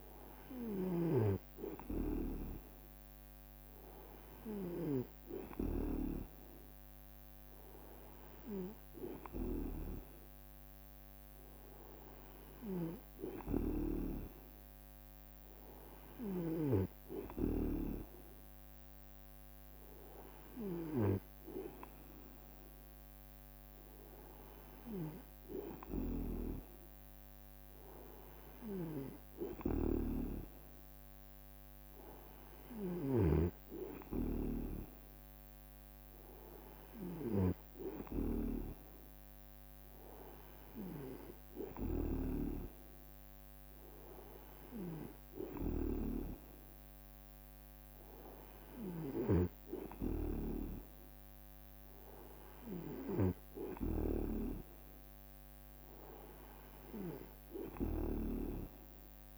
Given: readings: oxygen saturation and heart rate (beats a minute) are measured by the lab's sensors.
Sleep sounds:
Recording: breathing in sleep by a microphone on the trachea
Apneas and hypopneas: none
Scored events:
0.00-6.50 s: snoring (device-marked)
4.00-5.50 s: leg movement (device-marked)
26.00-29.00 s: leg movement (device-marked)
26.50-34.00 s: snoring (device-marked)
49.50-54.50 s: snoring (device-marked)
From the record:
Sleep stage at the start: N2 (light sleep)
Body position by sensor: on the right side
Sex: male

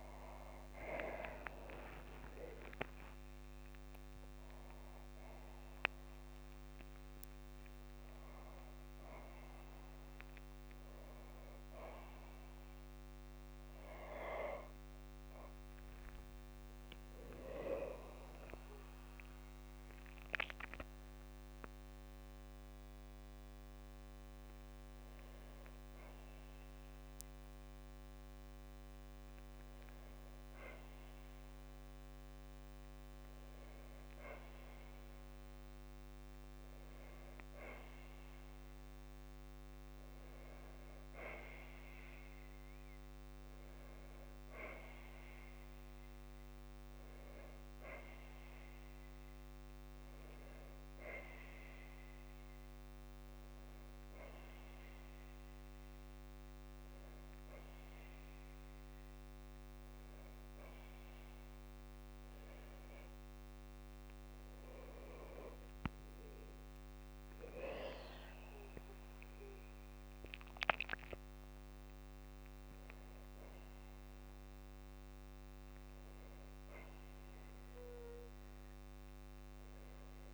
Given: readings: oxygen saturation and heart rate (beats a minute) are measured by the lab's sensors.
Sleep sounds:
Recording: a person partly awake in a sleep study, by a microphone on the trachea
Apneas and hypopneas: none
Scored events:
0.00-1.50 s: long interval between heartbeats (device-marked, heart rate 212 extreme)
0.00-10.00 s: oxygen desaturation (device-marked, oxygen 89% lowest, heart rate 63 extreme)
0.00-23.00 s: tachycardia (device-marked, heart rate 214 extreme)
1.50-3.50 s: long interval between heartbeats (device-marked, heart rate 107 before, 182 extreme)
11.50-13.50 s: long interval between heartbeats (device-marked, heart rate 150 before, 129 extreme)
17.00-19.00 s: long interval between heartbeats (device-marked, heart rate 155 before, 137 extreme)
17.00-80.34 s: new sleep stage, N1 (lightest sleep)
20.00-22.00 s: long interval between heartbeats (device-marked, heart rate 145 before, 137 extreme)
28.50-30.50 s: long interval between heartbeats (device-marked, heart rate 125 before, 68 extreme)
34.00-36.00 s: long interval between heartbeats (device-marked, heart rate 107 before, 69 extreme)
36.00-42.00 s: tachycardia (device-marked, heart rate 67 before, 113 extreme)
37.00-39.00 s: long interval between heartbeats (device-marked, heart rate 99 before, 95 extreme)
39.00-41.00 s: long interval between heartbeats (device-marked, heart rate 95 before, 103 extreme)
43.00-45.00 s: long interval between heartbeats (device-marked, heart rate 88 before, 101 extreme)
47.50-49.50 s: long interval between heartbeats (device-marked, heart rate 85 before, 80 extreme)
64.50-66.50 s: long interval between heartbeats (device-marked, heart rate 68 before, 87 extreme)
From the record:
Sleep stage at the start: awake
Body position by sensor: on the back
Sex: female

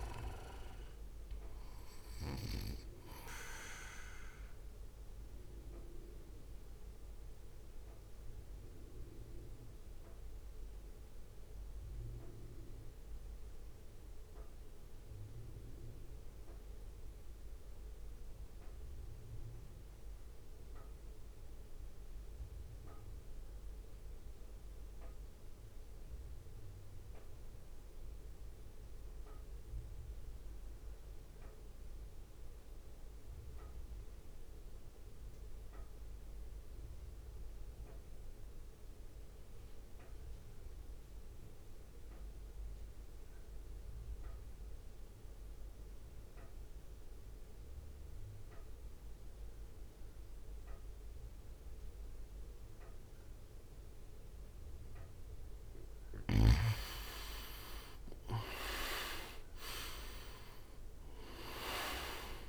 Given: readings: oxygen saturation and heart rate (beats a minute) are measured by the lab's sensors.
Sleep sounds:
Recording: breathing in sleep by a room microphone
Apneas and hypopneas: 1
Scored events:
0.00-5.00 s: oxygen desaturation (device-marked, oxygen 86% lowest, heart rate 54 extreme)
0.00-9.00 s: drop in pulse transit time (device-marked, heart rate 54 extreme)
5.50-54.50 s: mixed apnea (oxygen 97% before, 78% lowest, heart rate 58 before, 48 extreme, up 11 after)
10.00-27.00 s: oxygen desaturation (device-marked, oxygen 88% before, 84% lowest, heart rate 58 before, 48 extreme)
37.00-45.00 s: drop in pulse transit time (device-marked, heart rate 63 before, 49 extreme)
53.00-62.49 s: oxygen desaturation (device-marked, oxygen 94% before, 78% lowest, heart rate 52 before, 53 extreme)
58.00-62.49 s: arousal
61.00-62.49 s: drop in pulse transit time (device-marked, heart rate 51 before, 54 extreme)
From the record:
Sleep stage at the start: REM sleep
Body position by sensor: on the right side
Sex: male

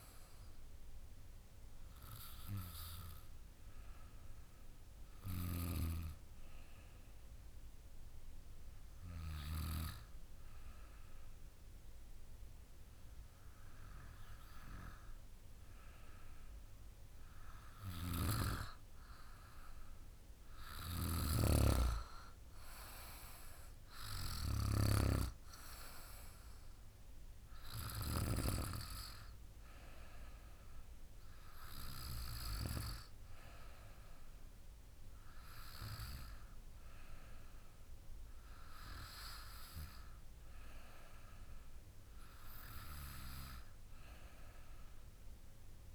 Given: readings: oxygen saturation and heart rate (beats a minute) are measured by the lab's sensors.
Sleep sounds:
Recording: breathing in sleep by a room microphone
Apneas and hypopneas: 1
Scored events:
0.50-17.50 s: hypopnea (oxygen 97% before, 91% lowest, heart rate 58 before, 49 extreme, up 8 after)
19.00-23.00 s: arousal
21.50-39.50 s: oxygen desaturation (device-marked, oxygen 98% before, 95% lowest, heart rate 51 before, 51 extreme)
From the record:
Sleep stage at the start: N2 (light sleep)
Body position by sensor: on the back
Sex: female

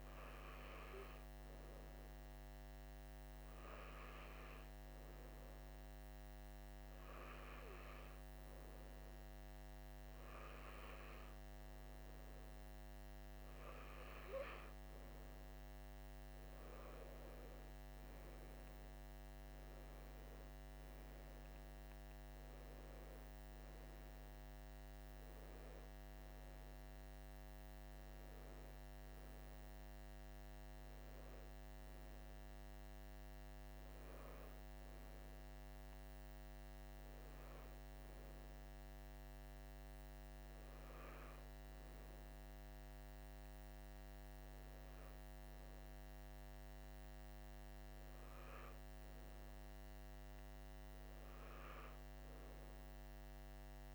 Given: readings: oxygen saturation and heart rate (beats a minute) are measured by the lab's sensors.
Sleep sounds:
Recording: breathing in sleep, hard to hear, by a microphone on the trachea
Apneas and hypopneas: none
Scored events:
44.50-53.95 s: new sleep stage, N2 (light sleep)
From the record:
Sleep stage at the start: N3 (deep sleep)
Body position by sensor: on the right side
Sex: male

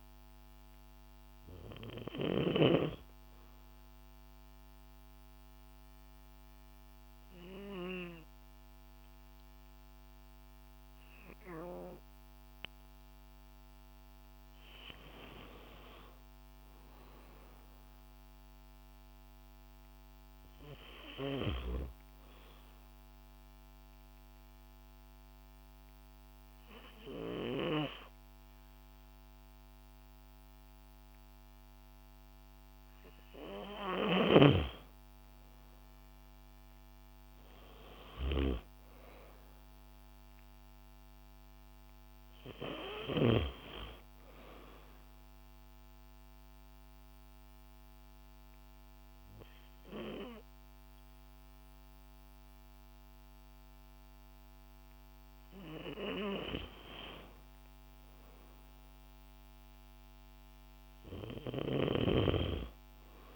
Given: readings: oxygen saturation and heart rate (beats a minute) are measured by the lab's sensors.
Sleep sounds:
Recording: breathing in sleep by a microphone on the trachea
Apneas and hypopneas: 3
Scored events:
0.00-14.00 s: oxygen desaturation (device-marked, oxygen 92% lowest, heart rate 50 extreme)
3.00-13.50 s: obstructive apnea (oxygen 98% before, 92% lowest, heart rate 133 before, 50 extreme, up 4 after)
15.00-18.00 s: arousal
22.00-32.00 s: obstructive apnea (oxygen 98% before, 92% lowest, heart rate 138 before, 123 extreme)
32.50-36.50 s: arousal
45.50-55.50 s: obstructive apnea (oxygen 98% before, 91% lowest, heart rate 134 before, 54 extreme, up 39 after)
57.00-60.50 s: arousal
From the record:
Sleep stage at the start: N2 (light sleep)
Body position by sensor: on the back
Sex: female

